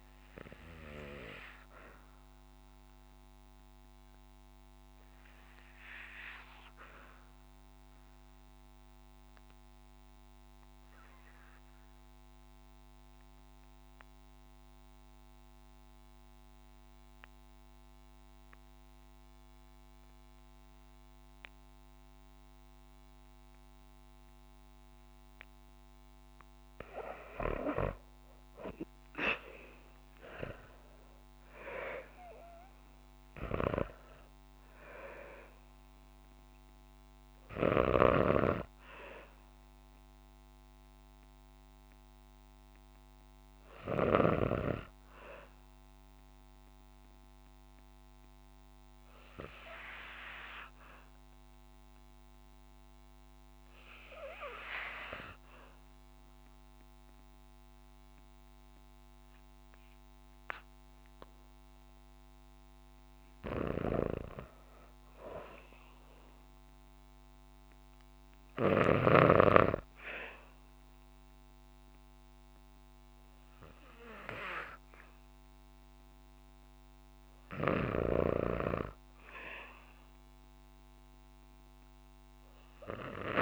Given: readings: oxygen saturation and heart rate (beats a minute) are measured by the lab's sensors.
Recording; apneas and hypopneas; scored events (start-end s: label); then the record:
breathing in sleep by a microphone on the trachea; 2
0.00-8.50 s: oxygen desaturation (device-marked, oxygen 87% lowest, heart rate 55 extreme)
8.00-25.00 s: obstructive apnea (oxygen 97% before, 83% lowest, heart rate 63 before, 55 extreme, up 12 after)
20.50-48.50 s: oxygen desaturation (device-marked, oxygen 98% before, 83% lowest, heart rate 61 before, 55 extreme)
27.50-32.50 s: arousal
47.00-62.00 s: obstructive apnea (oxygen 96% before, 87% lowest, heart rate 63 before, 59 extreme, up 1 after)
64.50-68.00 s: arousal
From the record:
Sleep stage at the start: REM sleep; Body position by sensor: on the back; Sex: female